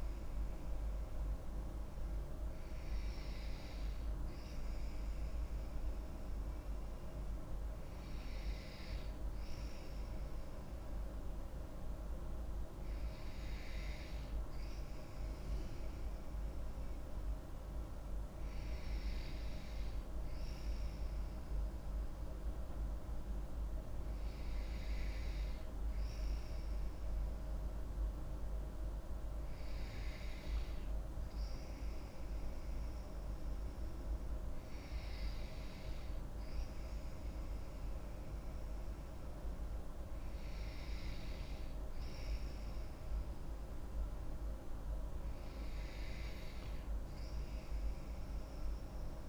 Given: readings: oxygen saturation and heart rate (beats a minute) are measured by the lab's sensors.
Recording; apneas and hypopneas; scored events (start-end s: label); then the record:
breathing in sleep, hard to hear, by a room microphone; none
none scored
From the record:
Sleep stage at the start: N2 (light sleep); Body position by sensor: on the back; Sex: female